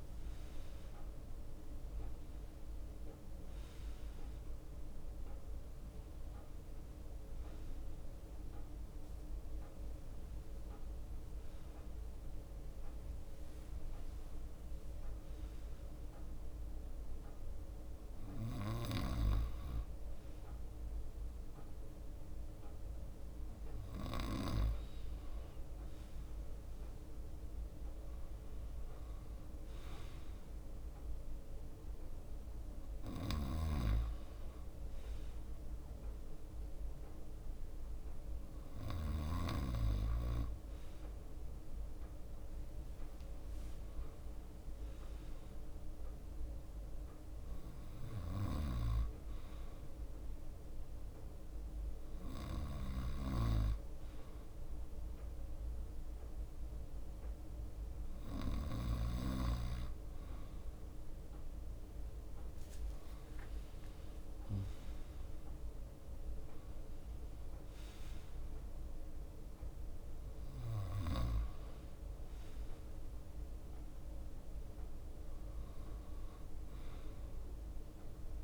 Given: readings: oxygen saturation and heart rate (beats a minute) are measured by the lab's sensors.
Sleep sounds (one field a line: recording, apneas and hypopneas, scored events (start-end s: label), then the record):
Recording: breathing in sleep by a room microphone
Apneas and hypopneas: none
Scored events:
8.50-13.00 s: arousal
18.00-35.00 s: drop in pulse transit time (device-marked, heart rate 68 before, 64 extreme)
42.00-46.00 s: leg movement (device-marked)
55.50-59.50 s: leg movement (device-marked)
62.50-66.00 s: leg movement (device-marked)
64.00-68.00 s: arousal
73.50-75.00 s: leg movement (device-marked)
From the record:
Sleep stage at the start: N2 (light sleep)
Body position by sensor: on the right side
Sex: male